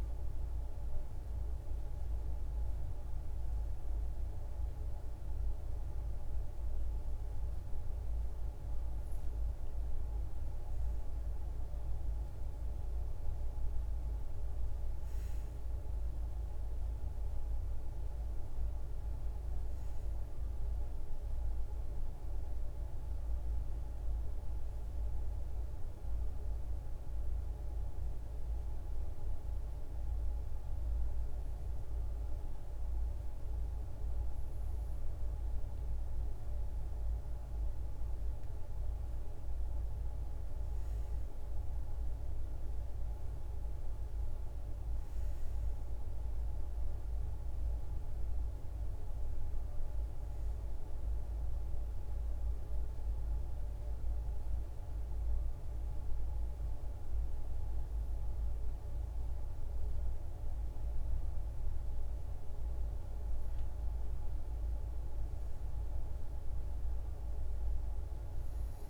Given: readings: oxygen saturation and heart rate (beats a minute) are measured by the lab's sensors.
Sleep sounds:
breathing in sleep, hard to hear, by a room microphone; 2
25.50-38.50 s: hypopnea (oxygen 97% before, 93% lowest, heart rate 63 before, 57 extreme, up 8 after)
25.50-68.90 s: new sleep stage, N2 (light sleep)
41.50-45.00 s: arousal
44.50-61.50 s: oxygen desaturation (device-marked, oxygen 96% before, 93% lowest, heart rate 61 before, 56 extreme)
52.00-63.50 s: hypopnea (oxygen 96% before, 92% lowest, heart rate 62 before, 56 extreme, up 3 after)
65.50-68.90 s: arousal
From the record:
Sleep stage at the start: N1 (lightest sleep); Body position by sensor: on the back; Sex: female

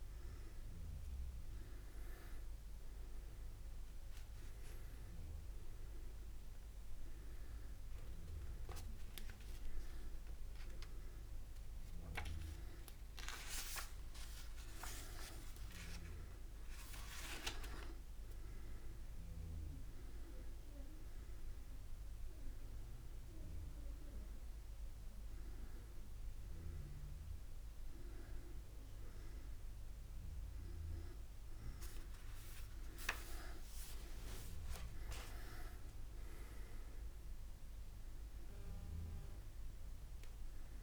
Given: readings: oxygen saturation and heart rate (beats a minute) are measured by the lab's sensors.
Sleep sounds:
a person awake in a sleep study, by a room microphone; none
none scored
From the record:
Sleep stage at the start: awake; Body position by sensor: on the back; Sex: male

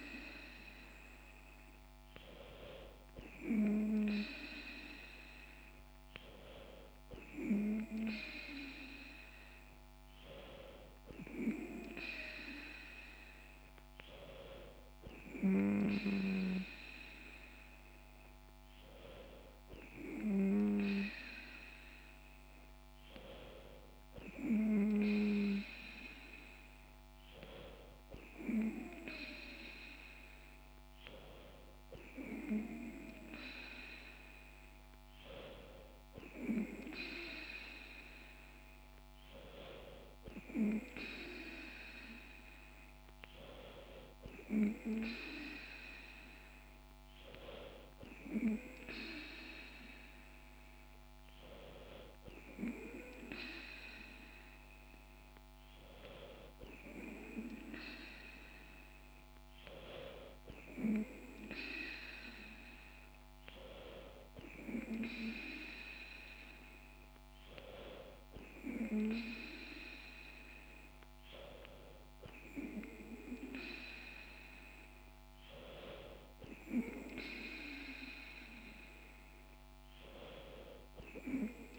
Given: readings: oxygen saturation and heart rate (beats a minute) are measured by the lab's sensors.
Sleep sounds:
breathing in sleep by a microphone on the trachea; none
1.50-8.50 s: bradycardia (device-marked, heart rate 68 before, 49 extreme)
From the record:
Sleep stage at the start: N2 (light sleep); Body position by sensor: on the back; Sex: female

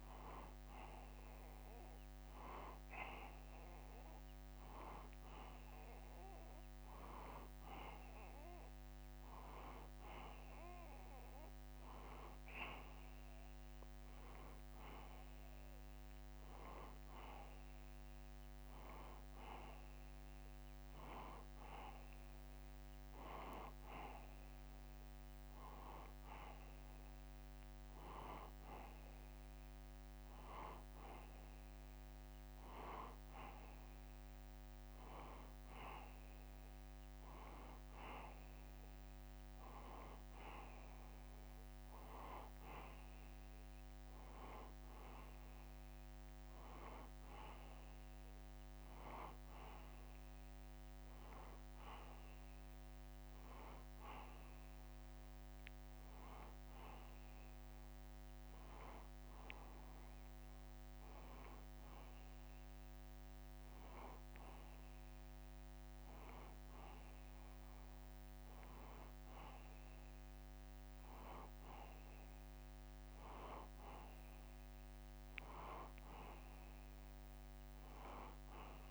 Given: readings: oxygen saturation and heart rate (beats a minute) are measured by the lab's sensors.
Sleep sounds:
breathing in sleep by a microphone on the trachea; none
none scored
From the record:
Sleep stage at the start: N2 (light sleep); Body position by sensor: on the back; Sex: male

